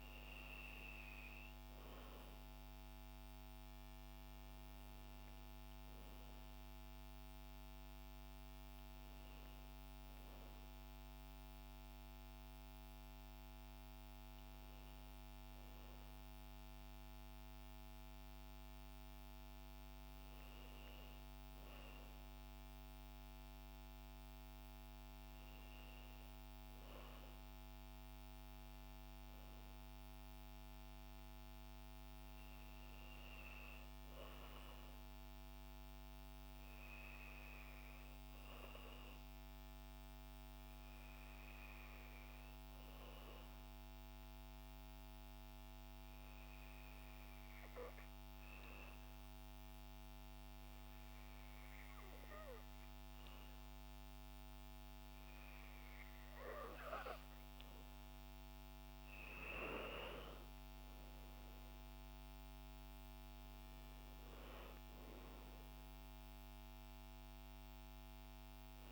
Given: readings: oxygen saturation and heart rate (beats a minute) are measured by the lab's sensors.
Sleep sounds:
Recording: breathing in sleep, hard to hear, by a microphone on the trachea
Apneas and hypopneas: 1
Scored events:
42.50-56.00 s: hypopnea (oxygen 95% before, 90% lowest, heart rate 55 before, 53 extreme, up 6 after)
60.00-68.92 s: oxygen desaturation (device-marked, oxygen 93% before, 90% lowest, heart rate 56 before, 53 extreme)
60.50-64.50 s: arousal
From the record:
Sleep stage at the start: N2 (light sleep)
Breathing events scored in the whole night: 464 in 7.3 hours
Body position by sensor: on the back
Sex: female

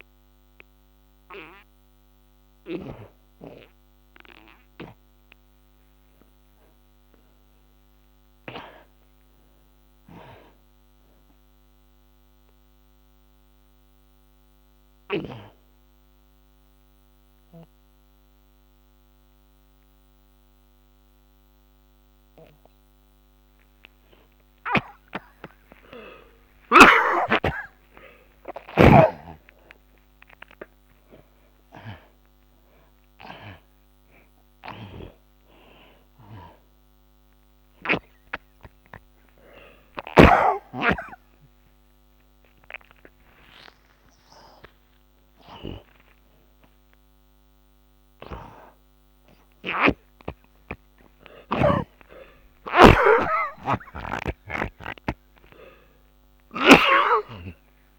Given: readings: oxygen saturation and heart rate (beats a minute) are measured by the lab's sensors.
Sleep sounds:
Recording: breathing in sleep by a microphone on the trachea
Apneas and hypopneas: 1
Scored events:
0.00-30.00 s: oxygen desaturation (device-marked, oxygen 80% lowest, heart rate 54 extreme)
11.50-24.50 s: obstructive apnea (oxygen 97% before, 77% lowest, heart rate 86 before, 54 extreme, up 52 after)
26.00-32.00 s: arousal
40.00-54.00 s: oxygen desaturation (device-marked, oxygen 92% before, 77% lowest, heart rate 83 before, 54 extreme)
51.50-57.00 s: snoring (device-marked)
54.50-57.99 s: arousal
From the record:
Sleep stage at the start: N2 (light sleep)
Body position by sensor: on the back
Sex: male

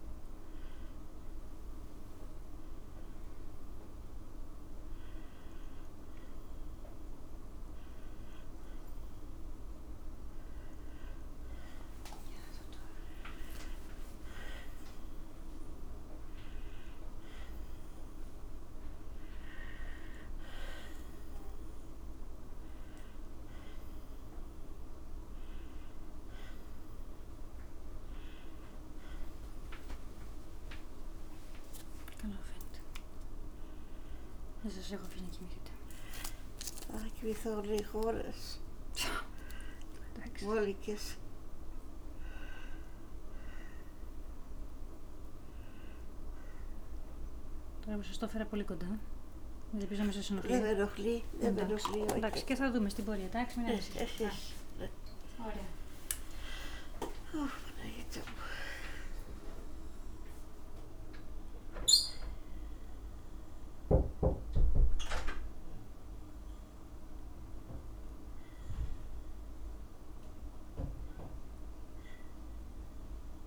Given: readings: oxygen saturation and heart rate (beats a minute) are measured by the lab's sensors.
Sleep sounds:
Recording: a person awake in a sleep study, by a room microphone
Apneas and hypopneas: none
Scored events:
57.00-59.00 s: long interval between heartbeats (device-marked, heart rate 58 before, 68 extreme)
From the record:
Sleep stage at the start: awake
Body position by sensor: on the back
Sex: female

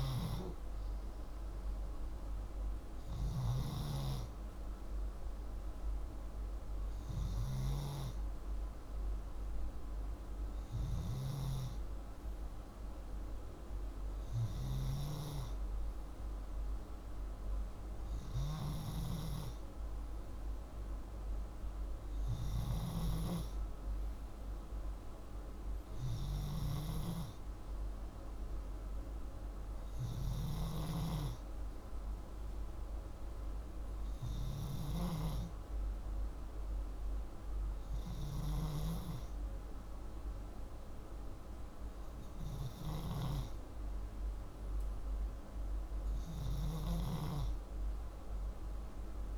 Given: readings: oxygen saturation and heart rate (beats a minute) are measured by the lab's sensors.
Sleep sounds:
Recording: breathing in sleep by a room microphone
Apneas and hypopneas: none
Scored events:
0.00-49.38 s: snoring (device-marked)
From the record:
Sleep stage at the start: N2 (light sleep)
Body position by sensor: upright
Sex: male

